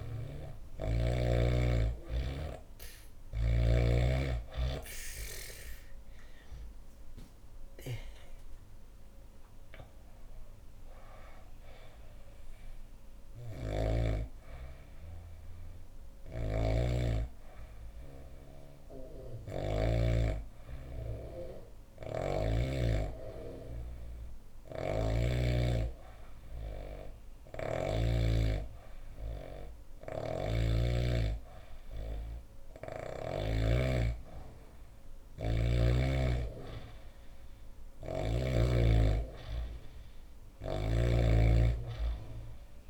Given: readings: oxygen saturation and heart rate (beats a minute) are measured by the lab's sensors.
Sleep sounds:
breathing in sleep by a room microphone; 1
8.00-11.50 s: arousal
13.50-29.50 s: hypopnea (oxygen 97% before, 91% lowest, heart rate 70 before, 61 extreme, up 7 after)
15.50-19.50 s: snoring (device-marked)
24.00-27.50 s: snoring (device-marked)
28.50-42.90 s: oxygen desaturation (device-marked, oxygen 96% before, 91% lowest, heart rate 69 before, 66 extreme)
29.50-33.00 s: snoring (device-marked)
31.50-35.00 s: arousal
From the record:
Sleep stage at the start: N2 (light sleep); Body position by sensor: on the back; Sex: female

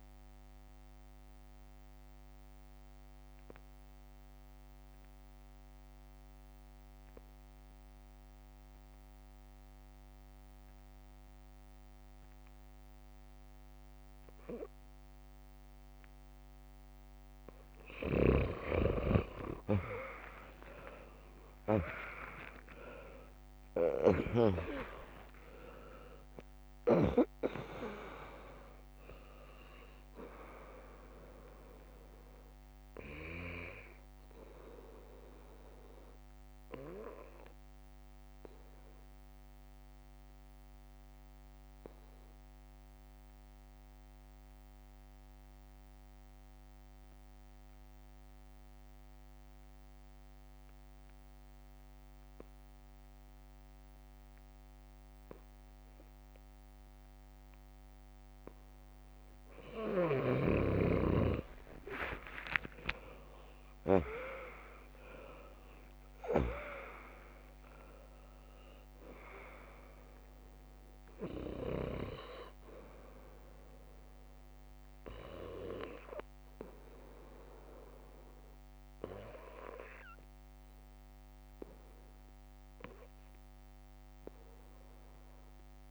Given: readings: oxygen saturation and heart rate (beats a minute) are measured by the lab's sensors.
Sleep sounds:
breathing in sleep by a microphone on the trachea; none
0.00-9.50 s: oxygen desaturation (device-marked, oxygen 95% lowest, heart rate 56 extreme)
0.00-15.50 s: bradycardia (device-marked, heart rate 56 extreme)
18.50-32.50 s: drop in pulse transit time (device-marked, heart rate 59 before, 68 extreme)
19.00-23.00 s: arousal
19.50-21.50 s: long interval between heartbeats (device-marked, heart rate 59 before, 78 extreme)
26.50-44.50 s: oxygen desaturation (device-marked, oxygen 99% before, 94% lowest, heart rate 69 before, 56 extreme)
54.50-59.50 s: bradycardia (device-marked, heart rate 70 before, 57 extreme)
61.00-65.50 s: arousal
61.50-85.91 s: oxygen desaturation (device-marked, oxygen 100% before, 94% lowest, heart rate 70 before, 38 extreme)
65.50-76.50 s: drop in pulse transit time (device-marked, heart rate 67 before, 70 extreme)
From the record:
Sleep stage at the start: N2 (light sleep); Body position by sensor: on the back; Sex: female

